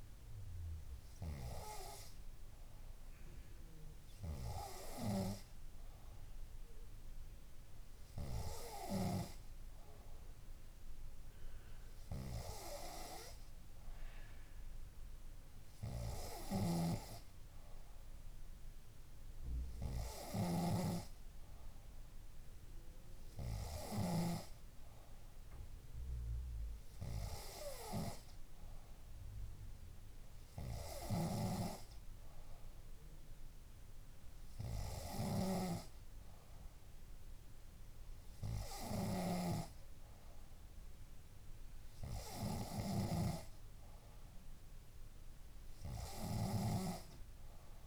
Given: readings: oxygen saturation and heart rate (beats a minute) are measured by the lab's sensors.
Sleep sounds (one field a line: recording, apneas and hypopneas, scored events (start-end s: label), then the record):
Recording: breathing in sleep by a room microphone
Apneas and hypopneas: none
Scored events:
16.50-24.50 s: snoring (device-marked)
35.50-47.87 s: snoring (device-marked)
From the record:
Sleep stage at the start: N2 (light sleep)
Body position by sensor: on the back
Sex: female